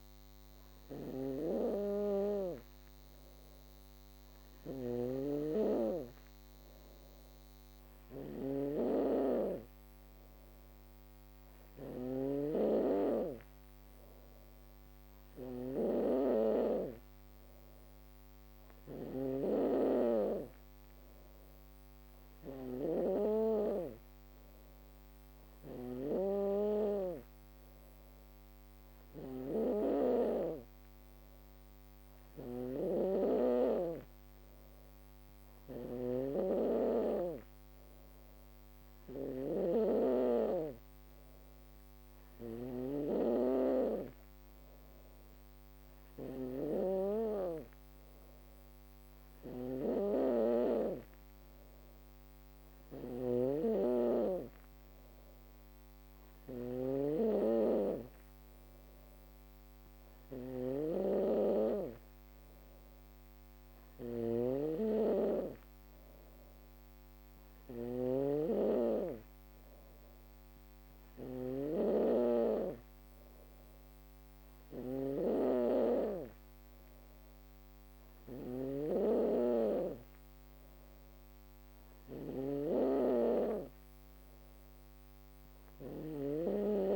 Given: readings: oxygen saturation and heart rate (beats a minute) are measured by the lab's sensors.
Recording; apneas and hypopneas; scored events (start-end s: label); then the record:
breathing in sleep by a microphone on the trachea; none
0.00-11.00 s: snoring (device-marked)
17.50-45.50 s: snoring (device-marked)
25.00-37.00 s: drop in pulse transit time (device-marked, heart rate 63 before, 63 extreme)
52.00-86.96 s: snoring (device-marked)
From the record:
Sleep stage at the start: N2 (light sleep); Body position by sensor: on the back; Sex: female